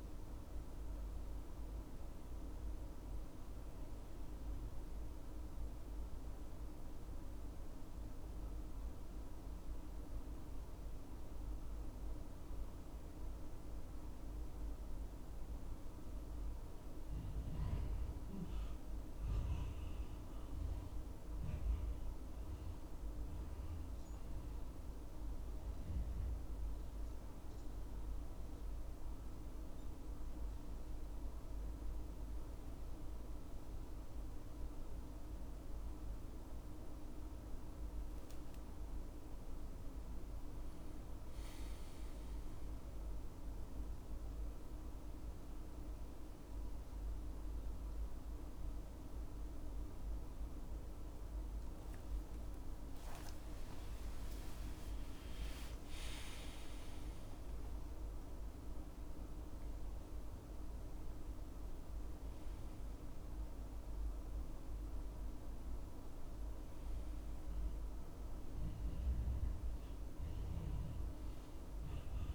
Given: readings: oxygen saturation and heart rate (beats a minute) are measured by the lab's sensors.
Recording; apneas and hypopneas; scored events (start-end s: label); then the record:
breathing in sleep, hard to hear, by a room microphone; 1
16.00-19.00 s: arousal
21.50-31.50 s: obstructive apnea (oxygen 97% before, 92% lowest, heart rate 73 before, 68 extreme, up 5 after)
34.00-37.00 s: arousal
46.50-60.50 s: oxygen desaturation (device-marked, oxygen 96% before, 92% lowest, heart rate 71 before, 71 extreme)
54.00-58.00 s: arousal
From the record:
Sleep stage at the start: N2 (light sleep); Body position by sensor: on the back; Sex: male